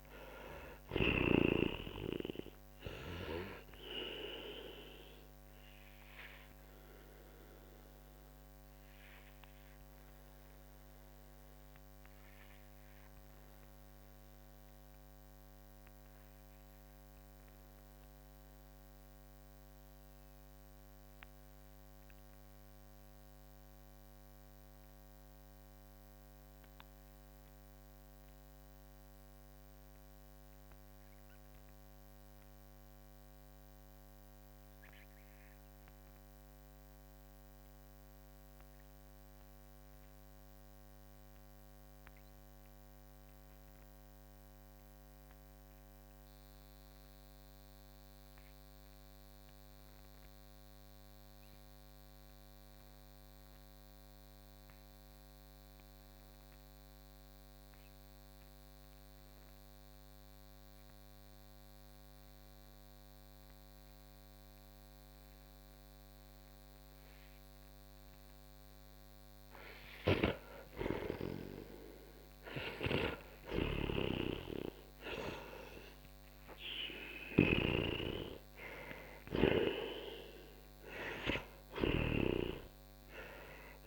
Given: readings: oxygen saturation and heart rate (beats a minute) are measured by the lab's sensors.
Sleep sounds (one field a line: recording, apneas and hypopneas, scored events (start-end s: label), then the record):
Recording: breathing in sleep by a microphone on the trachea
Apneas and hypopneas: 1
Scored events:
0.00-32.50 s: oxygen desaturation (device-marked, oxygen 82% lowest, heart rate 44 extreme)
5.00-67.50 s: mixed apnea (oxygen 97% before, 81% lowest, heart rate 66 before, 43 extreme, up 22 after)
64.50-83.87 s: oxygen desaturation (device-marked, oxygen 97% before, 81% lowest, heart rate 51 before, 45 extreme)
69.00-74.00 s: arousal
73.50-82.00 s: snoring (device-marked)
From the record:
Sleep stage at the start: N2 (light sleep)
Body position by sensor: on the back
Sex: male